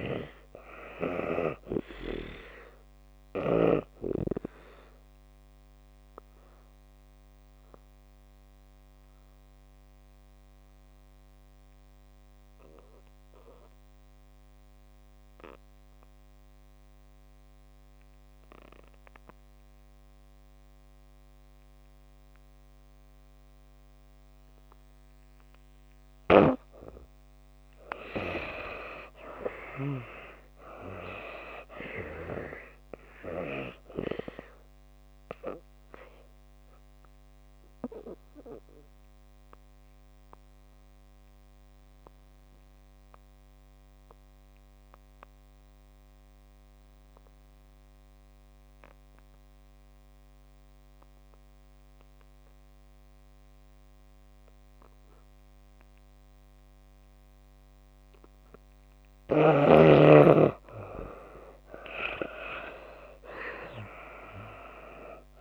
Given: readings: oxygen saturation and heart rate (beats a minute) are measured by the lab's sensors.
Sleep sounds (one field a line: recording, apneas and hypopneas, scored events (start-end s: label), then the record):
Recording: breathing in sleep by a microphone on the trachea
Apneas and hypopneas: 2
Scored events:
0.00-22.00 s: oxygen desaturation (device-marked, oxygen 73% lowest)
5.00-25.00 s: obstructive apnea (oxygen 97% before, 72% lowest)
24.00-53.00 s: oxygen desaturation (device-marked, oxygen 96% before, 73% lowest)
27.50-31.00 s: arousal
34.50-58.00 s: obstructive apnea (oxygen 96% before, 72% lowest)
55.00-65.41 s: oxygen desaturation (device-marked, oxygen 95% before, 72% lowest)
60.00-64.00 s: arousal
From the record:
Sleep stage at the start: N2 (light sleep)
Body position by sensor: on the back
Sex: female